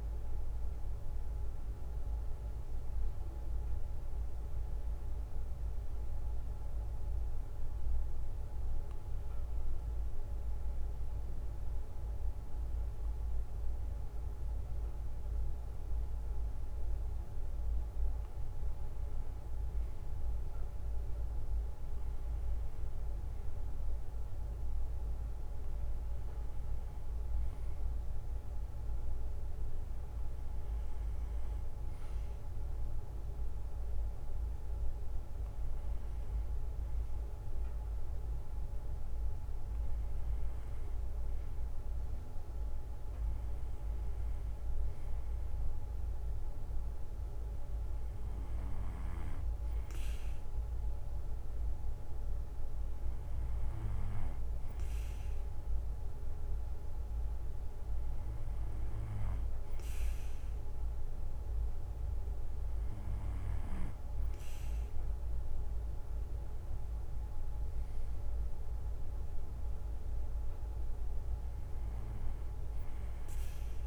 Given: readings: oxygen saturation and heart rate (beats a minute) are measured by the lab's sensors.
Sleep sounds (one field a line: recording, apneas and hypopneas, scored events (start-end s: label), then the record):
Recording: breathing in sleep, hard to hear, by a room microphone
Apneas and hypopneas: none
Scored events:
none scored
From the record:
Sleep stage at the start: N2 (light sleep)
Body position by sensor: on the right side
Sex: male